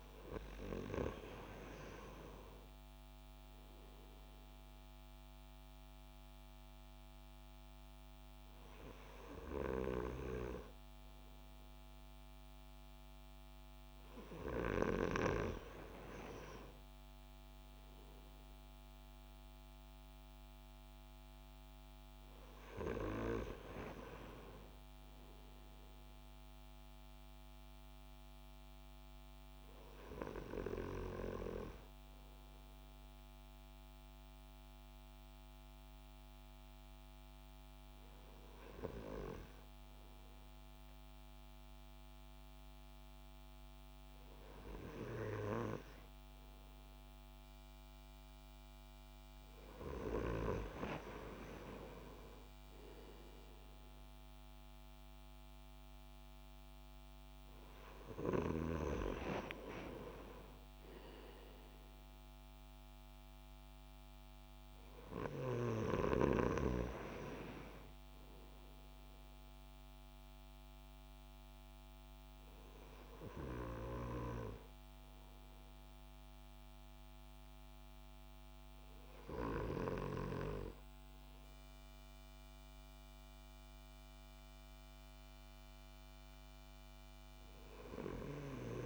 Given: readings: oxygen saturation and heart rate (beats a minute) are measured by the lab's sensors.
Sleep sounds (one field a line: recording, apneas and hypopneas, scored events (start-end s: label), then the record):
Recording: breathing in sleep by a microphone on the trachea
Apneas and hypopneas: none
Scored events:
none scored
From the record:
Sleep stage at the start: N2 (light sleep)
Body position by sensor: on the left side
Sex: male